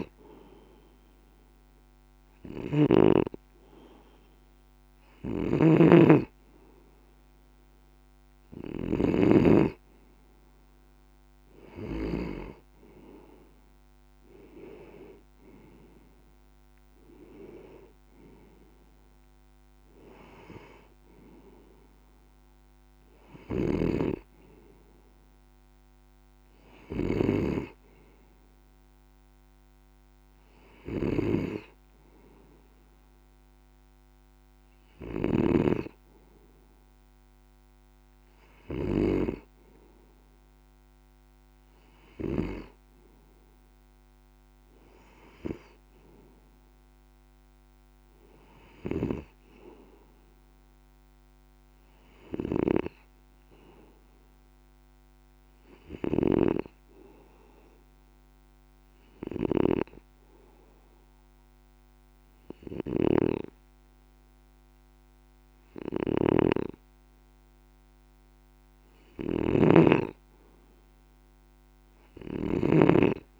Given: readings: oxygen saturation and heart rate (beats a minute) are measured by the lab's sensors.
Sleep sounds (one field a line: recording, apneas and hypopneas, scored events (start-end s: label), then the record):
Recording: breathing in sleep by a microphone on the trachea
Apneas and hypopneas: 1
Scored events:
0.00-2.50 s: snoring (device-marked)
4.50-12.00 s: snoring (device-marked)
23.00-35.00 s: snoring (device-marked)
46.00-49.50 s: arousal
52.00-73.39 s: snoring (device-marked)
53.00-67.50 s: hypopnea (oxygen 96% before, 94% lowest, heart rate 139 before, 79 extreme)
71.00-73.39 s: arousal
From the record:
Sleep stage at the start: N2 (light sleep)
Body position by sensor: on the left side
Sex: male